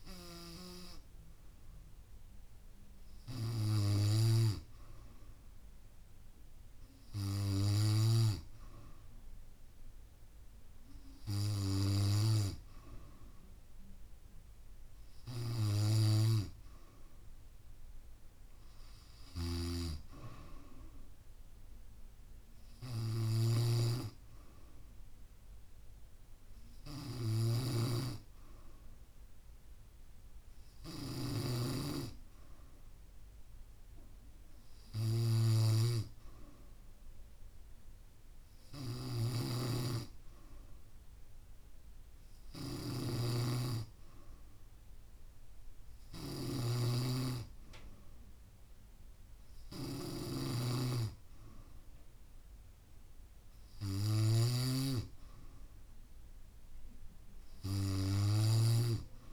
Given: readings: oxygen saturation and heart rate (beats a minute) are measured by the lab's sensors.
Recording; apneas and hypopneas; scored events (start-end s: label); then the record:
breathing in sleep by a room microphone; none
19.50-59.33 s: snoring (device-marked)
From the record:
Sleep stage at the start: N3 (deep sleep); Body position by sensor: on the back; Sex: female